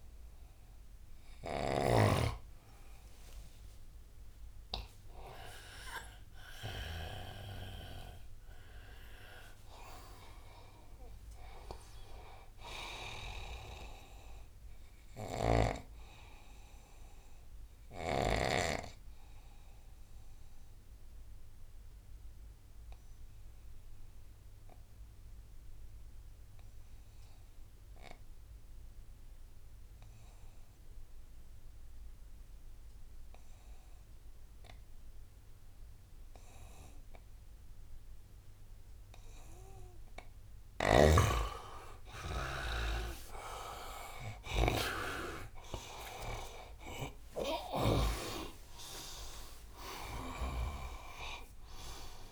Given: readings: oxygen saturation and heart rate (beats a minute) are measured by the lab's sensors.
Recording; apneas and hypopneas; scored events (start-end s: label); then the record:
breathing in sleep by a room microphone; 1
0.00-1.50 s: snoring (device-marked)
5.00-9.00 s: arousal
16.50-40.00 s: obstructive apnea (oxygen 98% before, 89% lowest, heart rate 79 before, 64 extreme, up 17 after)
34.50-52.32 s: oxygen desaturation (device-marked, oxygen 98% before, 89% lowest, heart rate 74 before, 65 extreme)
40.50-48.00 s: snoring (device-marked)
45.00-50.50 s: arousal
50.00-52.32 s: snoring (device-marked)
From the record:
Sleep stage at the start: N2 (light sleep); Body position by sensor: on the right side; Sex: male